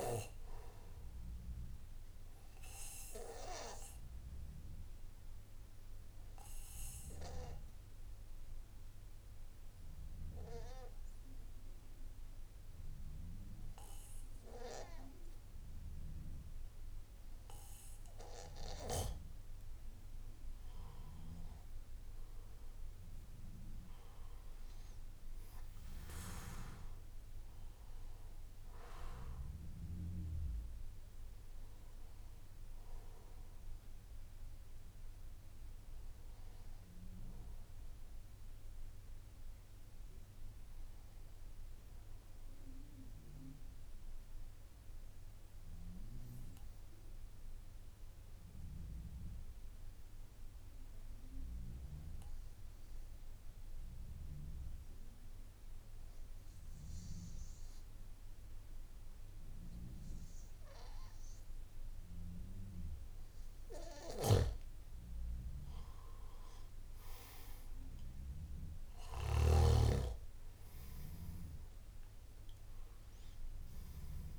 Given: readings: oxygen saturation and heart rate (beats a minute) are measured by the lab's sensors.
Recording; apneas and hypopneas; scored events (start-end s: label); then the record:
breathing in sleep by a room microphone; 2
0.00-21.00 s: oxygen desaturation (device-marked, oxygen 98% before, 93% lowest, heart rate 56 before, 51 extreme)
6.00-18.00 s: obstructive apnea (oxygen 98% before, 93% lowest, heart rate 57 before, 51 extreme, up 5 after)
43.00-62.00 s: obstructive apnea (oxygen 97% before, 92% lowest, heart rate 55 before, 53 extreme, up 3 after)
66.00-74.39 s: oxygen desaturation (device-marked, oxygen 98% before, 92% lowest, heart rate 56 before, 53 extreme)
From the record:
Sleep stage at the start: N1 (lightest sleep); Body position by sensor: on the back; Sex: male